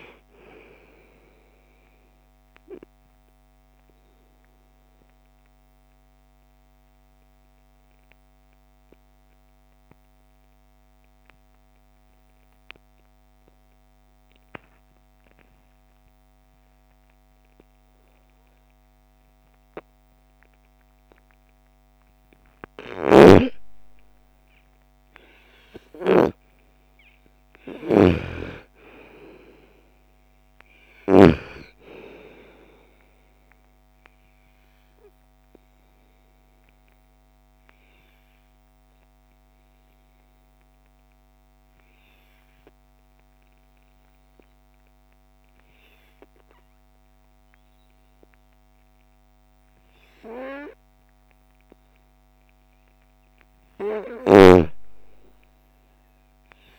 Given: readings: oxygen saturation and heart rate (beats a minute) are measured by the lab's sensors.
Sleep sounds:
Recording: breathing in sleep by a microphone on the trachea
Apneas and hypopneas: 2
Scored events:
0.00-13.00 s: oxygen desaturation (device-marked, oxygen 82% lowest, heart rate 47 extreme)
1.50-23.50 s: obstructive apnea (oxygen 99% before, 82% lowest, heart rate 59 before, 44 extreme, up 1 after)
22.00-30.50 s: snoring (device-marked)
24.00-28.00 s: arousal
26.00-45.00 s: oxygen desaturation (device-marked, oxygen 99% before, 88% lowest, heart rate 59 before, 44 extreme)
33.00-52.50 s: obstructive apnea (oxygen 99% before, 82% lowest, heart rate 57 before, 44 extreme, up 19 after)
53.50-56.50 s: arousal
From the record:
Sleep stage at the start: N2 (light sleep)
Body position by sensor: on the right side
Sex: female

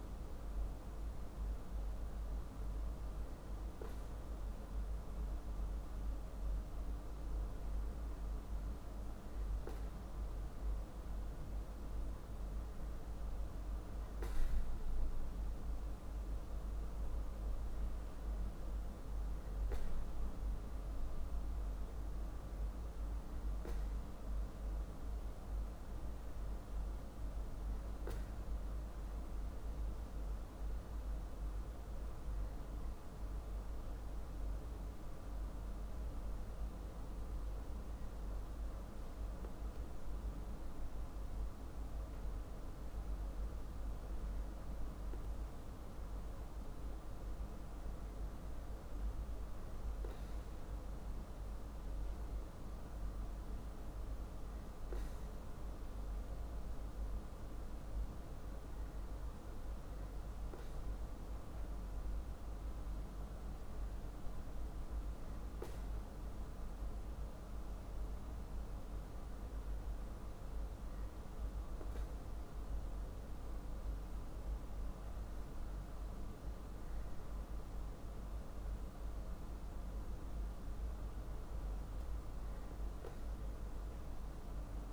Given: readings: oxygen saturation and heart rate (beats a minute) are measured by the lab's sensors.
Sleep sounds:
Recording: breathing in sleep, hard to hear, by a room microphone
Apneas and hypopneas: none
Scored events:
none scored
From the record:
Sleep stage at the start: N2 (light sleep)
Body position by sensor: on the back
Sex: male

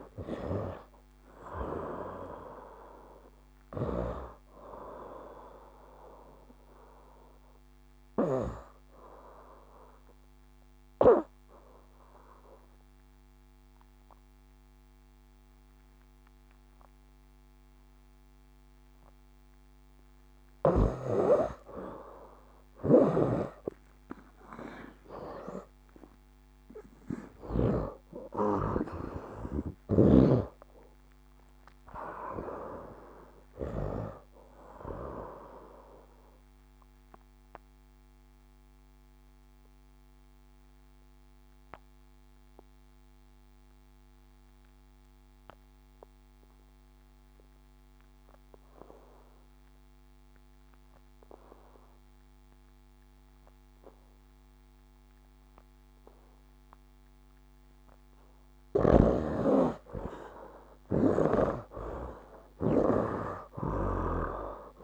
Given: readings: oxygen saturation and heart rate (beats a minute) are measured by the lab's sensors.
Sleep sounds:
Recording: breathing in sleep by a microphone on the trachea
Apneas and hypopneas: 2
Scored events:
0.00-23.50 s: oxygen desaturation (device-marked, oxygen 59% lowest, heart rate 65 extreme)
8.00-21.00 s: obstructive apnea (oxygen 80% before, 59% lowest, heart rate 85 before, 65 extreme, up 13 after)
22.50-27.50 s: snoring (device-marked)
25.00-30.00 s: arousal
28.50-49.50 s: oxygen desaturation (device-marked, oxygen 97% before, 78% lowest, heart rate 68 before, 63 extreme)
37.00-59.00 s: obstructive apnea (oxygen 97% before, 77% lowest, heart rate 74 before, 63 extreme, up 18 after)
58.50-64.84 s: snoring (device-marked)
59.50-64.84 s: oxygen desaturation (device-marked, oxygen 98% before, 77% lowest, heart rate 67 before, 64 extreme)
60.50-64.84 s: arousal
From the record:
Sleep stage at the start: N2 (light sleep)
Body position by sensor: on the right side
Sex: male

